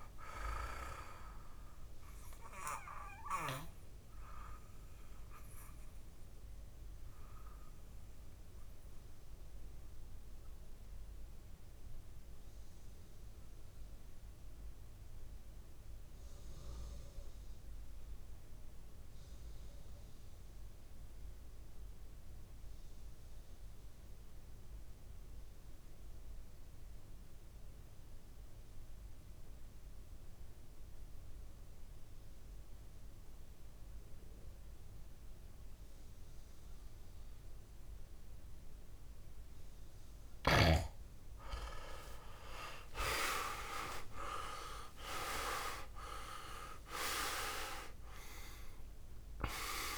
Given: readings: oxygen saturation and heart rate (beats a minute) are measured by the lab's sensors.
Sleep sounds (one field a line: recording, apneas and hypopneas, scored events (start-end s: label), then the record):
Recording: breathing in sleep by a room microphone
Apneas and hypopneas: 1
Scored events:
0.00-18.50 s: oxygen desaturation (device-marked, oxygen 88% lowest, heart rate 54 extreme)
5.00-39.50 s: obstructive apnea (oxygen 100% before, 84% lowest, heart rate 61 before, 49 extreme, up 13 after)
32.50-49.97 s: oxygen desaturation (device-marked, oxygen 100% before, 84% lowest, heart rate 58 before, 49 extreme)
42.00-47.00 s: arousal
From the record:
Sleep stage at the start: N2 (light sleep)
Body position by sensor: on the back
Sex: male